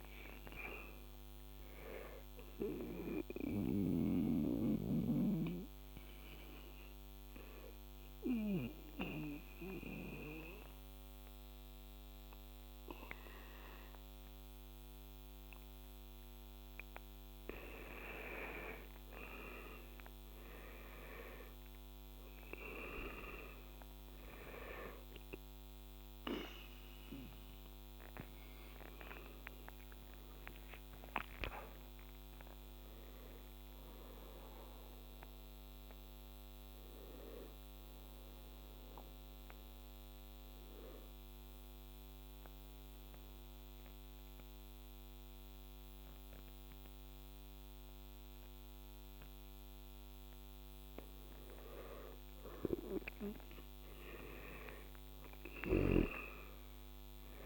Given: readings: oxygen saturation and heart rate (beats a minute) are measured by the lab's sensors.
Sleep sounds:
breathing in sleep by a microphone on the trachea; 2
0.00-15.00 s: oxygen desaturation (device-marked, oxygen 97% before, 91% lowest, heart rate 77 before, 75 extreme)
3.00-15.50 s: obstructive apnea (oxygen 97% before, 87% lowest, heart rate 77 before, 75 extreme, up 4 after)
24.00-36.00 s: oxygen desaturation (device-marked, oxygen 96% before, 87% lowest, heart rate 78 before, 76 extreme)
29.50-34.00 s: arousal
40.50-51.00 s: obstructive apnea (oxygen 96% before, 85% lowest, heart rate 81 before, 76 extreme, up 2 after)
53.00-56.50 s: arousal
From the record:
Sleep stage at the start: N2 (light sleep); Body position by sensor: on the back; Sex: male

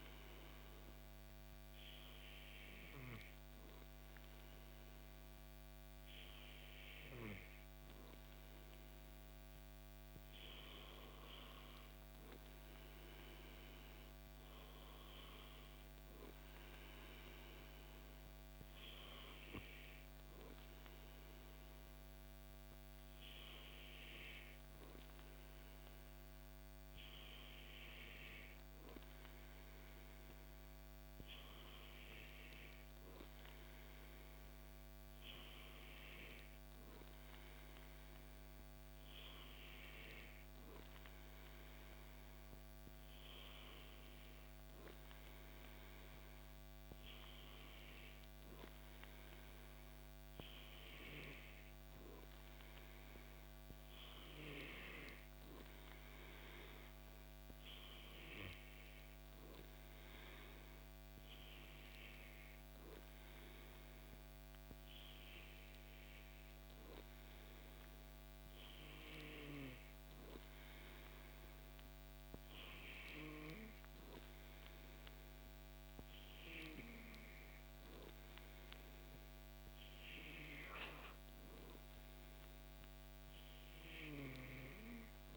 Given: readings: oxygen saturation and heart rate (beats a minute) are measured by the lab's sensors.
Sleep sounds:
breathing in sleep by a microphone on the trachea; none
none scored
From the record:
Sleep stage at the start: N2 (light sleep); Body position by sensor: on the back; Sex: male

